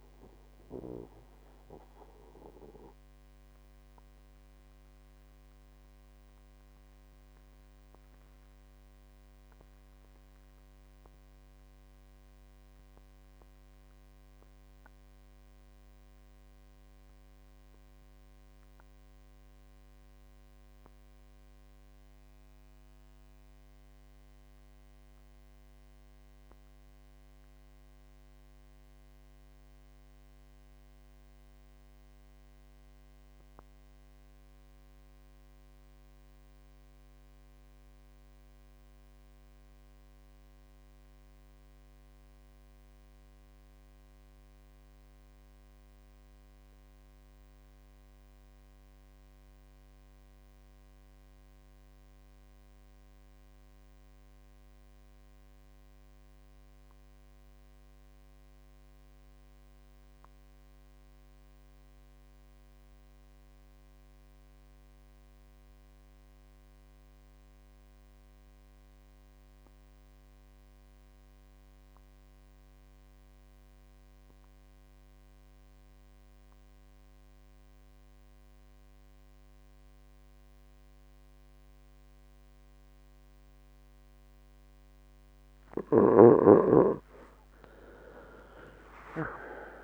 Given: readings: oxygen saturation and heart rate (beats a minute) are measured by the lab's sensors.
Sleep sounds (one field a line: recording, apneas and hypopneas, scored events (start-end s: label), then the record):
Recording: breathing in sleep by a microphone on the trachea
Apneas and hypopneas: 1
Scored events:
0.00-10.50 s: oxygen desaturation (device-marked, oxygen 83% lowest, heart rate 57 extreme)
0.50-85.50 s: mixed apnea (oxygen 96% before, 64% lowest, heart rate 78 before, 57 extreme, up 25 after)
25.50-27.50 s: long interval between heartbeats (device-marked, heart rate 69 before, 63 extreme)
31.50-89.83 s: oxygen desaturation (device-marked, oxygen 98% before, 64% lowest, heart rate 67 before, 57 extreme)
87.50-89.83 s: arousal
From the record:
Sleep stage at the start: N2 (light sleep)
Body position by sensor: on the right side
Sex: male